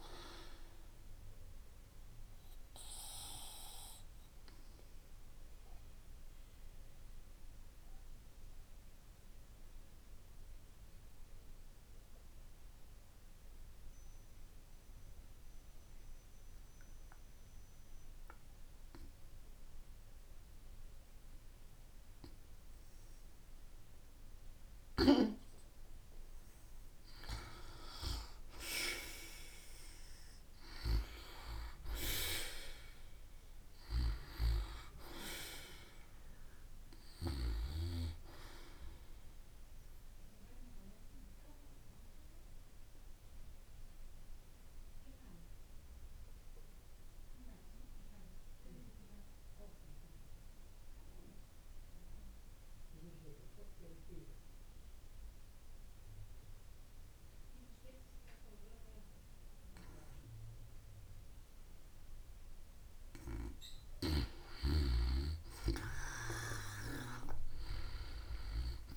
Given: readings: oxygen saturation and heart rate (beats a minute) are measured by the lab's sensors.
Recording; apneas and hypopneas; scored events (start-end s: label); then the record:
breathing in sleep by a room microphone; 2
0.00-4.00 s: oxygen desaturation (device-marked, oxygen 91% lowest)
3.00-22.50 s: obstructive apnea (oxygen 97% before, 88% lowest)
24.00-28.00 s: arousal
31.00-58.00 s: oxygen desaturation (device-marked, oxygen 95% before, 88% lowest)
40.50-60.50 s: obstructive apnea (oxygen 95% before, 88% lowest)
63.50-67.00 s: arousal
67.00-68.97 s: oxygen desaturation (device-marked, oxygen 96% before, 91% lowest)
From the record:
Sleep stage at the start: N2 (light sleep); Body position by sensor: on the back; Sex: female